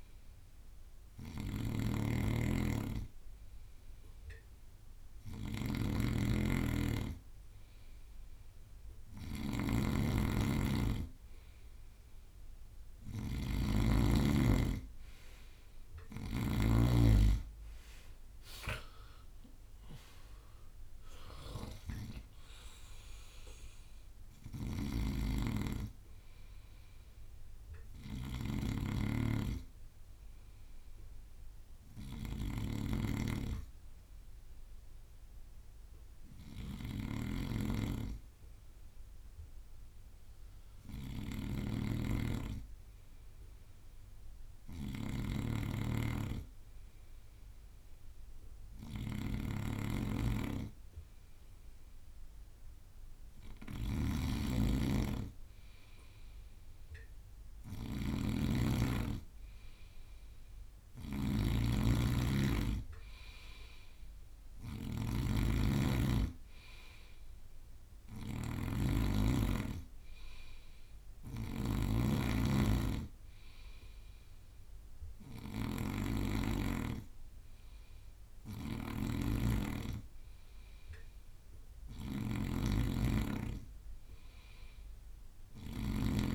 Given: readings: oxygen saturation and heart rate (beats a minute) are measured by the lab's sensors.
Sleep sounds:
breathing in sleep by a room microphone; 1
0.00-16.00 s: bradycardia (device-marked, heart rate 53 extreme)
0.00-16.50 s: snoring (device-marked)
2.00-9.00 s: drop in pulse transit time (device-marked, heart rate 58 before, 56 extreme)
18.50-23.00 s: arousal
20.00-29.00 s: drop in pulse transit time (device-marked, heart rate 57 before, 50 extreme)
23.00-29.00 s: bradycardia (device-marked, heart rate 58 before, 50 extreme)
24.50-86.35 s: snoring (device-marked)
28.00-43.50 s: hypopnea (oxygen 96% before, 94% lowest, heart rate 59 before, 52 extreme, up 12 after)
32.50-34.50 s: long interval between heartbeats (device-marked, heart rate 58 before, 63 extreme)
36.00-38.00 s: bradycardia (device-marked, heart rate 58 before, 64 extreme)
42.00-44.00 s: long interval between heartbeats (device-marked, heart rate 60 before, 68 extreme)
45.00-86.35 s: bradycardia (device-marked, heart rate 58 before, 52 extreme)
47.50-51.50 s: arousal
From the record:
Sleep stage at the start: N2 (light sleep); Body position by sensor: on the right side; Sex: male

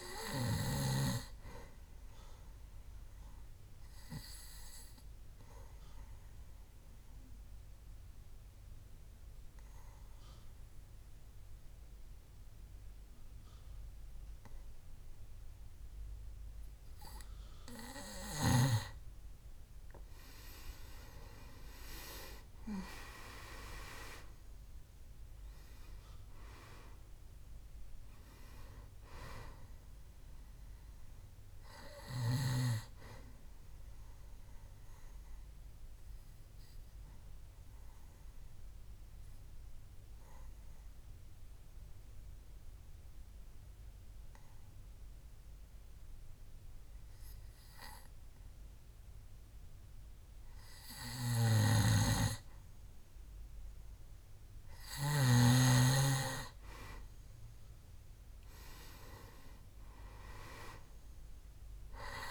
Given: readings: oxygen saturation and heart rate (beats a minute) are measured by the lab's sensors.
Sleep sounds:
breathing in sleep by a room microphone; 2
0.00-16.50 s: oxygen desaturation (device-marked, oxygen 93% lowest, heart rate 64 extreme)
3.50-19.00 s: obstructive apnea (oxygen 98% before, 92% lowest, heart rate 67 before, 64 extreme, up 6 after)
20.50-24.00 s: arousal
26.50-53.50 s: oxygen desaturation (device-marked, oxygen 98% before, 92% lowest, heart rate 68 before, 63 extreme)
36.00-52.50 s: obstructive apnea (oxygen 98% before, 92% lowest, heart rate 70 before, 63 extreme, up 5 after)
52.00-56.00 s: snoring (device-marked)
57.50-61.50 s: arousal
From the record:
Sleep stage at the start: N2 (light sleep); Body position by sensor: on the back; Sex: male

